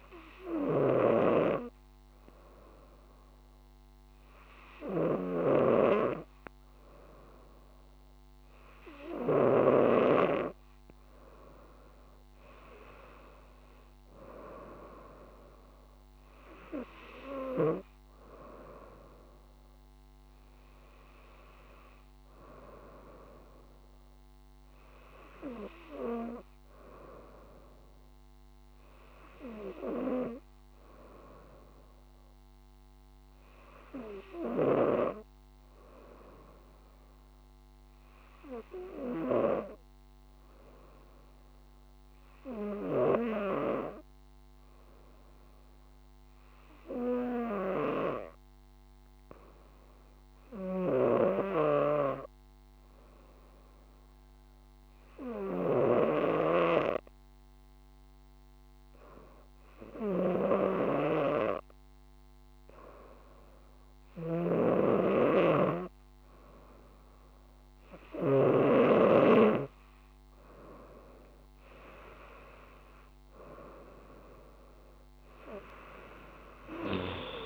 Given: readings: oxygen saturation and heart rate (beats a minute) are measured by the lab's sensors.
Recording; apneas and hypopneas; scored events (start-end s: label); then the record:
breathing in sleep by a microphone on the trachea; 1
0.00-6.00 s: snoring (device-marked)
1.00-5.50 s: arousal
40.00-65.00 s: hypopnea (oxygen 96% before, 93% lowest, heart rate 66 before, 64 extreme, up 5 after)
51.00-69.00 s: snoring (device-marked)
61.50-77.46 s: oxygen desaturation (device-marked, oxygen 96% before, 93% lowest, heart rate 66 before, 62 extreme)
73.00-77.46 s: arousal
From the record:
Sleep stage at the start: N2 (light sleep); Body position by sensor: on the front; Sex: female